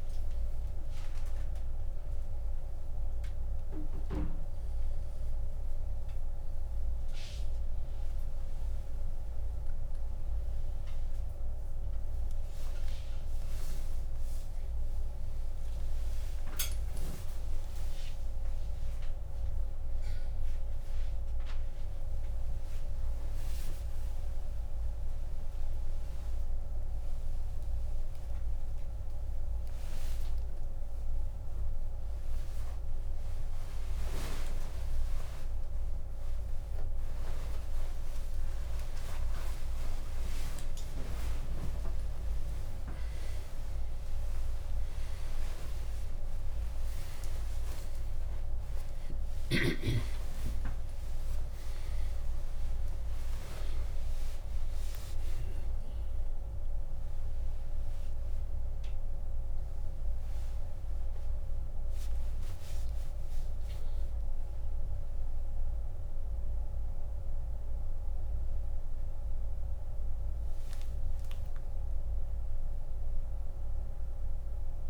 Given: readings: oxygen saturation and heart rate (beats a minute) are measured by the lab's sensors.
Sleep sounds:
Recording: a person awake in a sleep study, by a room microphone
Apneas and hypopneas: none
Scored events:
8.50-25.50 s: oxygen desaturation (device-marked, oxygen 94% before, 90% lowest, heart rate 112 before, 96 extreme)
46.50-72.50 s: oxygen desaturation (device-marked, oxygen 98% before, 85% lowest)
From the record:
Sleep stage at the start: awake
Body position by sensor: on the back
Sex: male

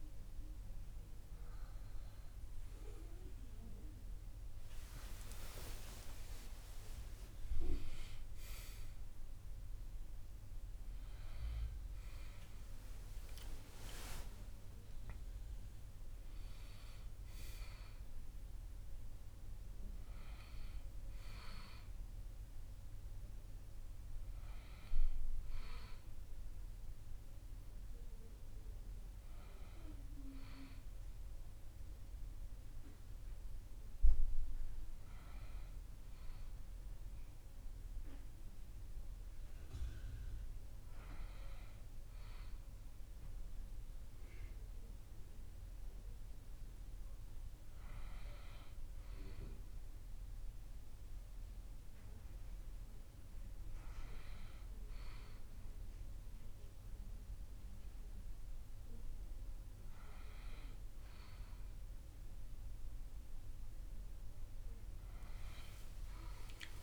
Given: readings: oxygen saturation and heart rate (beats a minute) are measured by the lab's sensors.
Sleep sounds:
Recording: breathing in sleep by a room microphone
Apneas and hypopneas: none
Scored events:
3.50-9.00 s: arousal
From the record:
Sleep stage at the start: REM sleep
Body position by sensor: on the back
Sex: male

